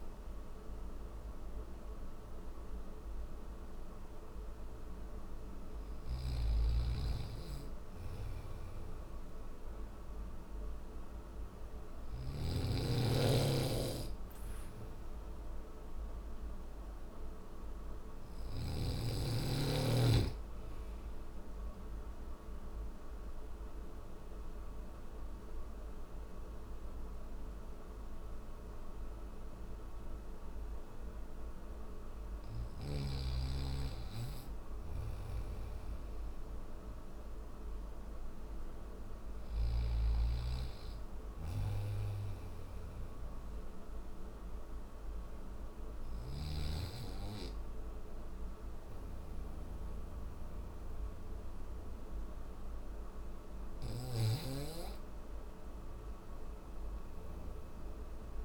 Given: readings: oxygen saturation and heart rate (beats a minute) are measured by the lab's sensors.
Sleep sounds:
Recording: breathing in sleep by a room microphone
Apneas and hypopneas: none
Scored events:
11.00-17.50 s: snoring (device-marked)
45.00-53.00 s: snoring (device-marked)
47.00-58.45 s: new sleep stage, N3 (deep sleep)
From the record:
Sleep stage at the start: N1 (lightest sleep)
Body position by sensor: on the back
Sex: male

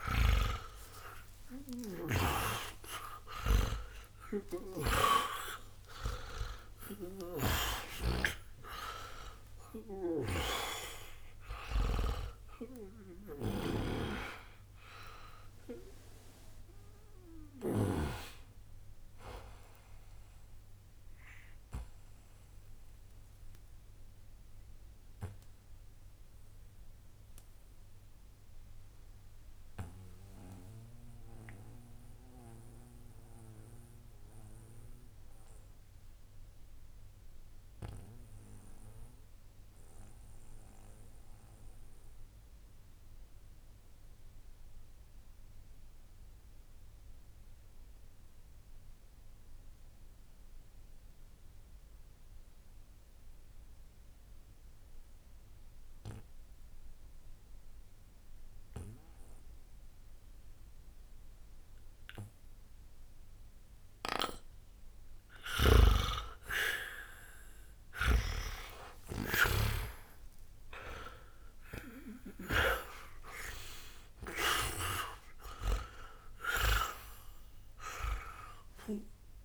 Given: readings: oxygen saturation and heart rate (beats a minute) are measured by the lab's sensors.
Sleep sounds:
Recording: breathing in sleep by a room microphone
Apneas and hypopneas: 1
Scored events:
0.00-45.00 s: oxygen desaturation (device-marked, oxygen 78% lowest, heart rate 60 extreme)
1.50-13.50 s: snoring (device-marked)
2.00-7.50 s: arousal
22.50-64.50 s: obstructive apnea (oxygen 95% before, 78% lowest, heart rate 139 before, 60 extreme, up 18 after)
63.00-79.44 s: oxygen desaturation (device-marked, oxygen 98% before, 78% lowest, heart rate 61 before, 60 extreme)
67.50-72.50 s: arousal
From the record:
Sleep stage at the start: N2 (light sleep)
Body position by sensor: on the back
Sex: male

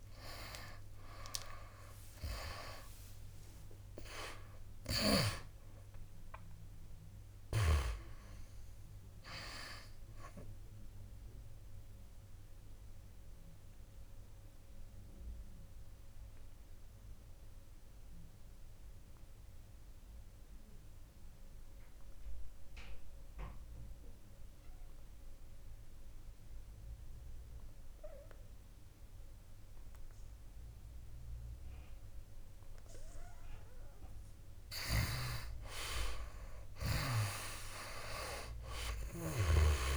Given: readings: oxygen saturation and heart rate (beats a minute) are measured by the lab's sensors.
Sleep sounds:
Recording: breathing in sleep by a room microphone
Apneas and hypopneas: 1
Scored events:
0.00-18.50 s: oxygen desaturation (device-marked, oxygen 70% lowest, heart rate 63 extreme)
6.00-9.50 s: arousal
11.00-33.00 s: obstructive apnea (oxygen 82% before, 71% lowest, heart rate 79 before, 63 extreme, up 5 after)
33.50-39.97 s: oxygen desaturation (device-marked, oxygen 99% before, 87% lowest, heart rate 67 before, 61 extreme)
36.00-39.97 s: arousal
From the record:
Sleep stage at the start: N2 (light sleep)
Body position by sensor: on the back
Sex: male

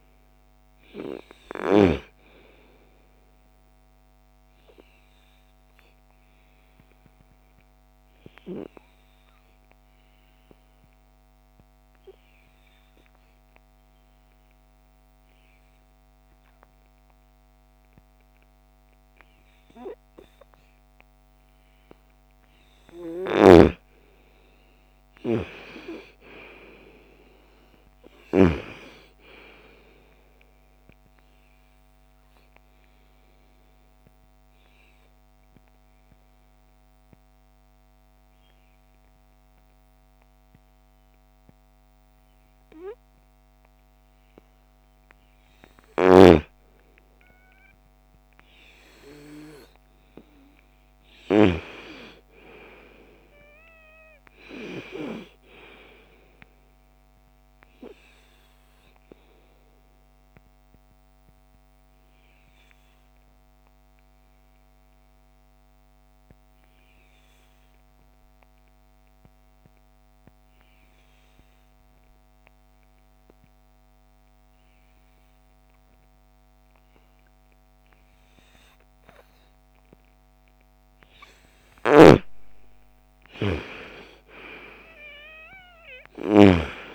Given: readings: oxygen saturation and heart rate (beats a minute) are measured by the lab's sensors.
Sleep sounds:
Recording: breathing in sleep by a microphone on the trachea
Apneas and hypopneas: 3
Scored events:
0.00-1.00 s: snoring (device-marked)
0.00-14.50 s: oxygen desaturation (device-marked, oxygen 88% lowest, heart rate 55 extreme)
3.00-21.00 s: obstructive apnea (oxygen 98% before, 88% lowest, heart rate 58 before, 55 extreme, up 12 after)
22.50-26.50 s: arousal
26.50-44.50 s: oxygen desaturation (device-marked, oxygen 98% before, 90% lowest, heart rate 57 before, 54 extreme)
30.50-44.50 s: obstructive apnea (oxygen 98% before, 85% lowest, heart rate 58 before, 54 extreme, up 6 after)
46.00-50.00 s: arousal
51.50-70.50 s: oxygen desaturation (device-marked, oxygen 98% before, 91% lowest, heart rate 59 before, 39 extreme)
58.00-80.00 s: obstructive apnea (oxygen 98% before, 85% lowest, heart rate 59 before, 39 extreme, up 20 after)
75.50-86.95 s: oxygen desaturation (device-marked, oxygen 98% before, 85% lowest, heart rate 58 before, 39 extreme)
81.00-86.95 s: snoring (device-marked)
81.50-84.50 s: arousal
From the record:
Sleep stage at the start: N2 (light sleep)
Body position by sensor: on the right side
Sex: female

